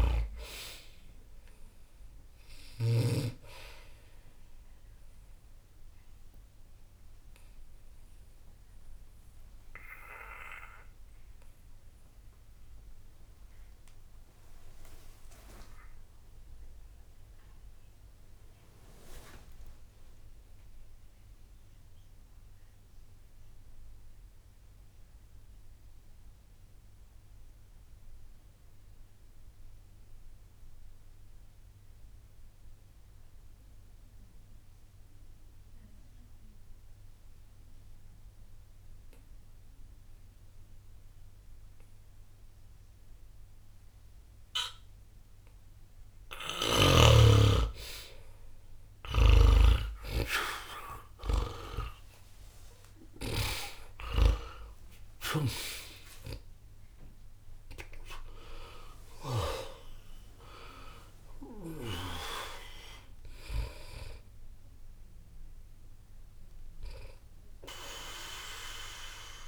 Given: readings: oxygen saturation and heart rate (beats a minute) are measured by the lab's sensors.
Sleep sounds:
breathing in sleep by a room microphone; 1
0.00-3.00 s: snoring (device-marked)
0.00-25.00 s: oxygen desaturation (device-marked, oxygen 73% lowest, heart rate 60 extreme)
5.50-45.50 s: obstructive apnea (oxygen 95% before, 73% lowest, heart rate 66 before, 60 extreme, up 1 after)
44.00-69.47 s: oxygen desaturation (device-marked, oxygen 99% before, 76% lowest, heart rate 60 before, 60 extreme)
48.00-52.50 s: arousal
49.00-53.50 s: snoring (device-marked)
From the record:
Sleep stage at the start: N2 (light sleep); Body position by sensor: on the back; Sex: male

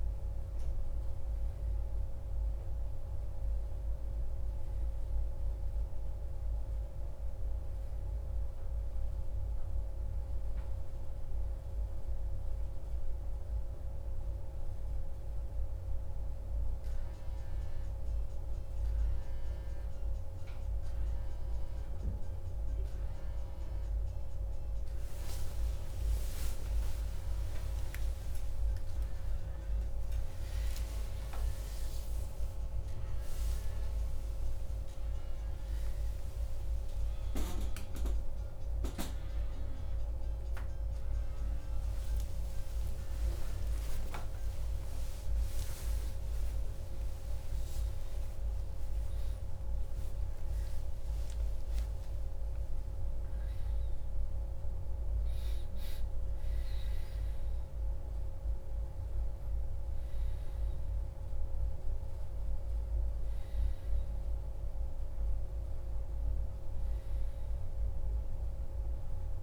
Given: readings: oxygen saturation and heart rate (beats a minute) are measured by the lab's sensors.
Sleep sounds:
a person partly awake in a sleep study, hard to hear, by a room microphone; none
28.00-58.00 s: new sleep stage, awake
58.00-69.43 s: new sleep stage, N1 (lightest sleep)
From the record:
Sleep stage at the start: N1 (lightest sleep); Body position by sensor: on the back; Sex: male

